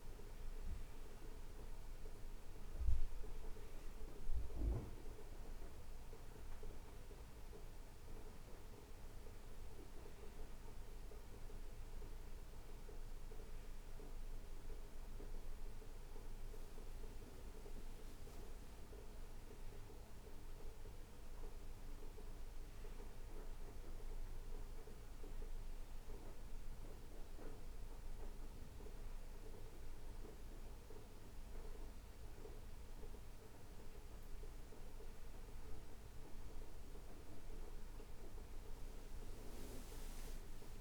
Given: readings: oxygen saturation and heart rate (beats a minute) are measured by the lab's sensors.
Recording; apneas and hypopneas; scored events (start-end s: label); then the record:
breathing in sleep, hard to hear, by a room microphone; none
none scored
From the record:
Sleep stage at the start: N1 (lightest sleep); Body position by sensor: on the right side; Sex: male